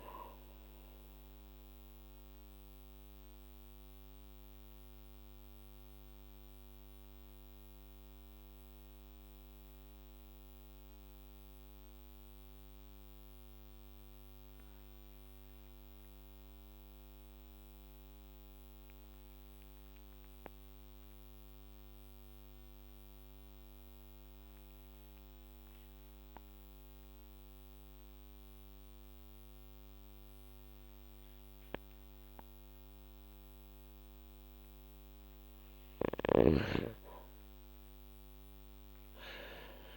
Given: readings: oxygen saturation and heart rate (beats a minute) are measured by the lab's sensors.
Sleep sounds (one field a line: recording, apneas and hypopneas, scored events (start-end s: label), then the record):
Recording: breathing in sleep by a microphone on the trachea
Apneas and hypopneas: 1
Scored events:
1.50-35.00 s: mixed apnea (oxygen 99% before, 92% lowest, heart rate 55 before, 44 extreme, up 7 after)
27.50-39.97 s: oxygen desaturation (device-marked, oxygen 98% before, 92% lowest, heart rate 50 before, 44 extreme)
37.00-39.97 s: arousal
From the record:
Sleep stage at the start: N2 (light sleep)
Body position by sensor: on the back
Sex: male